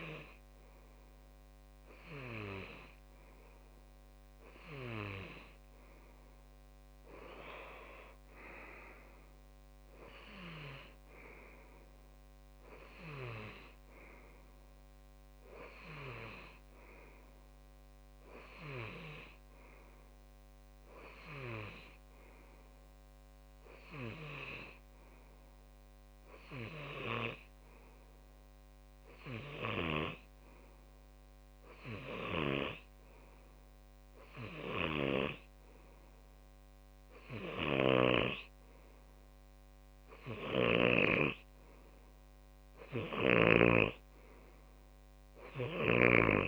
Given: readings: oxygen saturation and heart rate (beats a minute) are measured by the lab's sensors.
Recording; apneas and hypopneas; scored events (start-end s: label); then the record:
breathing in sleep by a microphone on the trachea; 1
23.00-39.00 s: hypopnea (oxygen 98% before, 94% lowest)
30.50-32.50 s: long interval between heartbeats (device-marked)
39.50-46.48 s: tachycardia (device-marked)
40.50-42.50 s: long interval between heartbeats (device-marked)
42.50-44.50 s: long interval between heartbeats (device-marked)
44.00-46.48 s: snoring (device-marked)
44.50-46.48 s: long interval between heartbeats (device-marked)
From the record:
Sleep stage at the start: N2 (light sleep); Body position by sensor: on the left side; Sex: male